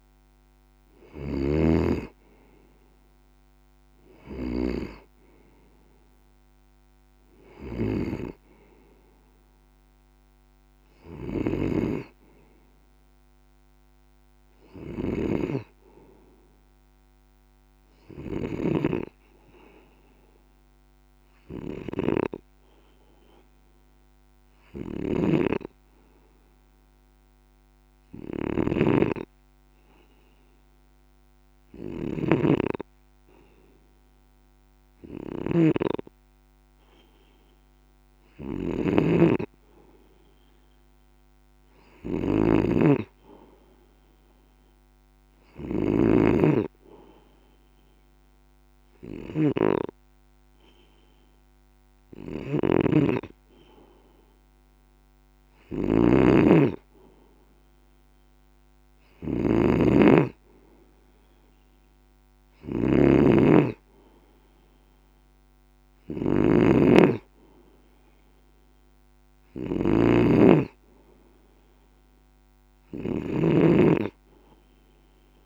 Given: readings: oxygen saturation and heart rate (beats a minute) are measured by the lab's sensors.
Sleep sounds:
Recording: breathing in sleep by a microphone on the trachea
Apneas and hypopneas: 1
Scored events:
1.00-4.50 s: snoring (device-marked)
11.00-18.50 s: snoring (device-marked)
13.50-16.50 s: arousal
21.50-36.50 s: hypopnea (oxygen 95% before, 94% lowest)
24.50-75.46 s: snoring (device-marked)
38.50-41.50 s: arousal
60.50-66.50 s: oxygen desaturation (device-marked, oxygen 97% before, 94% lowest)
From the record:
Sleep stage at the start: N2 (light sleep)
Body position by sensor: on the left side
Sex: male

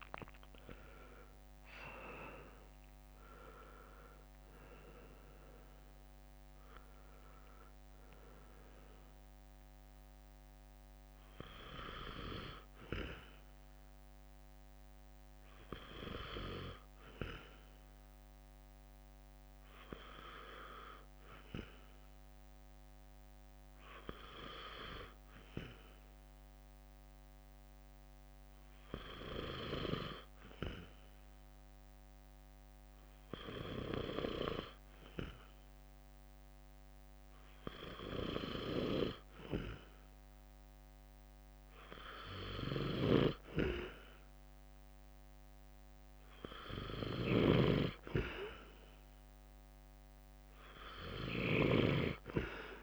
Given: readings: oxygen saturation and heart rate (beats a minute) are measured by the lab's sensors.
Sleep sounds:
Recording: breathing in sleep by a microphone on the trachea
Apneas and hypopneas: 1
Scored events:
0.00-2.50 s: arousal
0.00-27.50 s: oxygen desaturation (device-marked, oxygen 90% lowest, heart rate 61 extreme)
0.50-14.50 s: drop in pulse transit time (device-marked, heart rate 64 before, 64 extreme)
19.50-35.50 s: obstructive apnea (oxygen 95% before, 91% lowest, heart rate 69 before, 62 extreme, up 5 after)
38.00-41.00 s: arousal
40.50-52.82 s: oxygen desaturation (device-marked, oxygen 97% before, 91% lowest, heart rate 63 before, 63 extreme)
From the record:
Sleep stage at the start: N2 (light sleep)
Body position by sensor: on the right side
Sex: male

